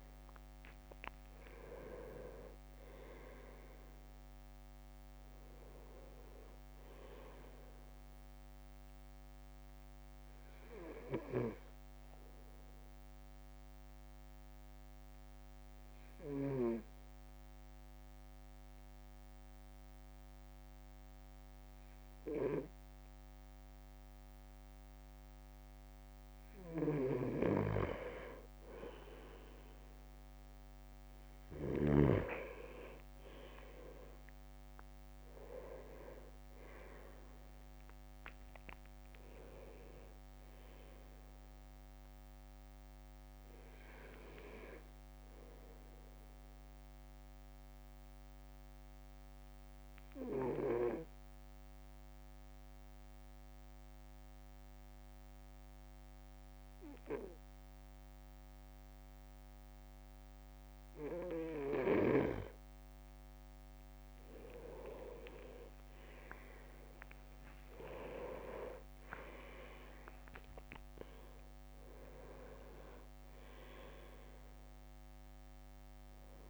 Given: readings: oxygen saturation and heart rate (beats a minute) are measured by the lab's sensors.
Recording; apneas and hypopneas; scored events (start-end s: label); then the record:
breathing in sleep by a microphone on the trachea; 2
0.00-4.50 s: arousal
0.00-14.50 s: drop in pulse transit time (device-marked, heart rate 53 extreme)
10.00-26.00 s: obstructive apnea (oxygen 99% before, 97% lowest, heart rate 56 before, 51 extreme, up 4 after)
33.50-46.50 s: drop in pulse transit time (device-marked, heart rate 53 before, 56 extreme)
34.50-36.00 s: leg movement (device-marked)
34.50-39.50 s: arousal
36.00-38.00 s: leg movement (device-marked)
46.50-63.00 s: obstructive apnea (oxygen 99% before, 97% lowest, heart rate 56 before, 49 extreme, up 11 after)
63.00-64.50 s: leg movement (device-marked)
64.00-67.50 s: arousal
65.50-71.00 s: leg movement (device-marked)
66.50-76.50 s: drop in pulse transit time (device-marked, heart rate 52 before, 58 extreme)
72.50-75.50 s: leg movement (device-marked)
From the record:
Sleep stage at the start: N2 (light sleep); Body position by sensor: on the right side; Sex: male